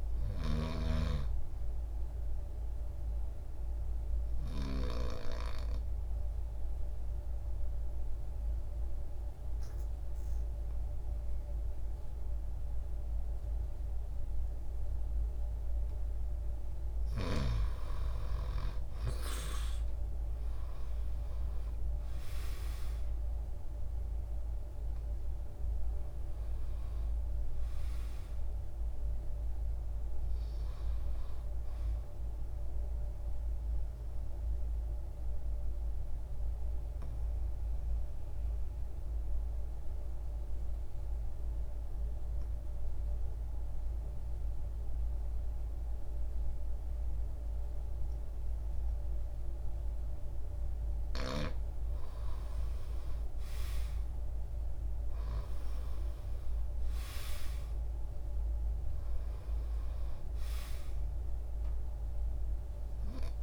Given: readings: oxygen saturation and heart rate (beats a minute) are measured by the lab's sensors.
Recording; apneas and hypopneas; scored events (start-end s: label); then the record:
breathing in sleep by a room microphone; 2
0.00-17.50 s: oxygen desaturation (device-marked, oxygen 88% lowest, heart rate 66 extreme)
2.00-17.00 s: obstructive apnea (oxygen 97% before, 87% lowest, heart rate 68 before, 66 extreme, up 2 after)
19.00-23.00 s: arousal
25.50-51.50 s: oxygen desaturation (device-marked, oxygen 95% before, 87% lowest, heart rate 69 before, 64 extreme)
33.00-49.50 s: obstructive apnea (oxygen 95% before, 86% lowest, heart rate 71 before, 64 extreme, up 2 after)
52.00-56.50 s: arousal
60.50-63.43 s: oxygen desaturation (device-marked, oxygen 97% before, 86% lowest, heart rate 67 before, 64 extreme)
From the record:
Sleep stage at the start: N2 (light sleep); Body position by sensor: on the back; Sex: male